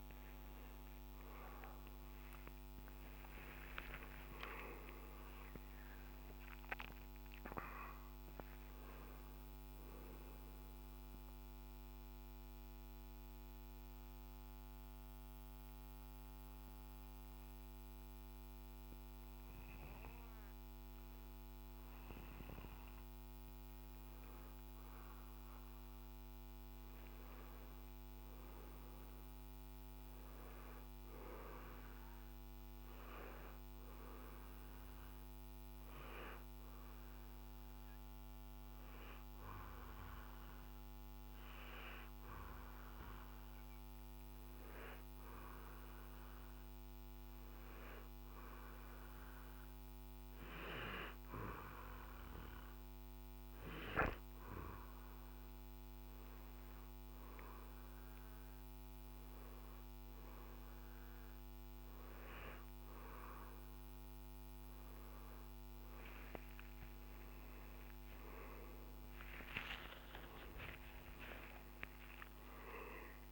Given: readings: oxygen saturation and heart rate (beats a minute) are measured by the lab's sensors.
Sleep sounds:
breathing in sleep by a microphone on the trachea; 2
11.00-24.00 s: mixed apnea (oxygen 99% before, 93% lowest, heart rate 67 before, 53 extreme, up 5 after)
26.00-29.50 s: arousal
28.00-47.00 s: oxygen desaturation (device-marked, oxygen 99% before, 93% lowest, heart rate 59 before, 56 extreme)
38.50-55.50 s: hypopnea (oxygen 99% before, 93% lowest, heart rate 55 before, 56 extreme, up 7 after)
68.00-73.32 s: arousal
From the record:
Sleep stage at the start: N2 (light sleep); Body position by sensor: on the right side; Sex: male

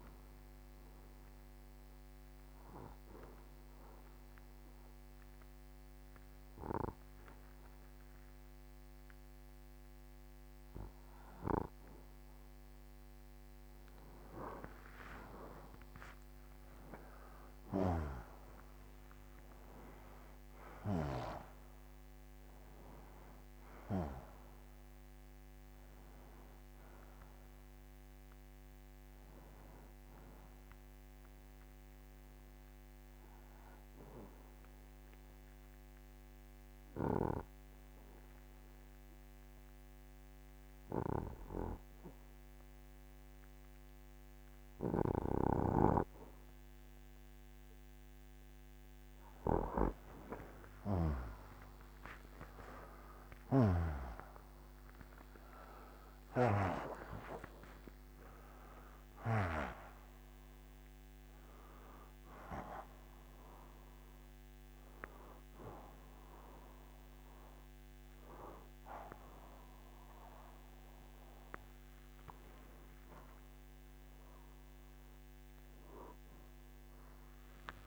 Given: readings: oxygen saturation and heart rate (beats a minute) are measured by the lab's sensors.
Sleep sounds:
breathing in sleep by a microphone on the trachea; 2
2.00-15.50 s: hypopnea (oxygen 96% before, 88% lowest, heart rate 70 before, 61 extreme, up 0 after)
3.50-15.50 s: oxygen desaturation (device-marked, oxygen 95% before, 88% lowest, heart rate 70 before, 61 extreme)
16.00-20.50 s: arousal
24.50-26.50 s: oxygen desaturation (device-marked, oxygen 94% before, 90% lowest, heart rate 62 before, 61 extreme)
31.50-39.50 s: oxygen desaturation (device-marked, oxygen 93% before, 88% lowest, heart rate 61 before, 61 extreme)
33.50-46.00 s: hypopnea (oxygen 94% before, 88% lowest, heart rate 61 before, 61 extreme, up 27 after)
50.50-56.50 s: arousal
74.50-77.87 s: arousal
From the record:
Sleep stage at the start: N2 (light sleep); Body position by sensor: on the right side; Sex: male

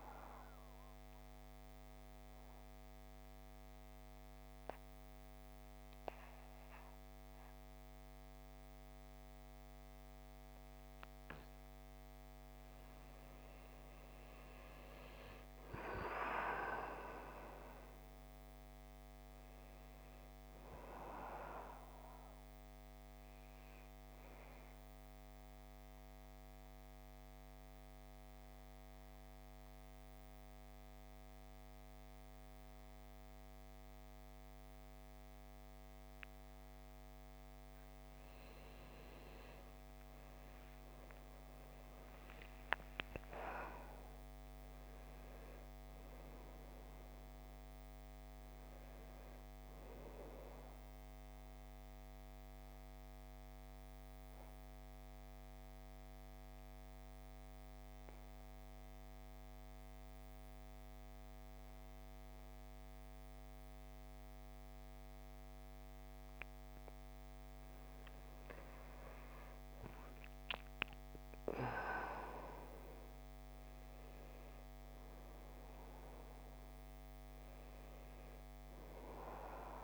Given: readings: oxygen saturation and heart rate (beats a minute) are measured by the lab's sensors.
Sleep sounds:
breathing in sleep by a microphone on the trachea; 3
0.50-11.50 s: central apnea (oxygen 96% before, 91% lowest, heart rate 60 before, 50 extreme, up 9 after)
14.00-18.00 s: arousal
21.50-37.50 s: oxygen desaturation (device-marked, oxygen 97% before, 91% lowest, heart rate 54 before, 49 extreme)
22.50-36.50 s: obstructive apnea (oxygen 98% before, 91% lowest, heart rate 54 before, 49 extreme, up 10 after)
39.50-42.50 s: arousal
49.50-66.50 s: oxygen desaturation (device-marked, oxygen 97% before, 92% lowest, heart rate 55 before, 49 extreme)
51.50-66.00 s: mixed apnea (oxygen 97% before, 85% lowest, heart rate 56 before, 49 extreme, up 12 after)
69.00-73.00 s: arousal
75.50-79.84 s: oxygen desaturation (device-marked, oxygen 97% before, 91% lowest, heart rate 53 before, 50 extreme)
From the record:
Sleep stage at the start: N2 (light sleep); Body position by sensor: on the back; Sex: male

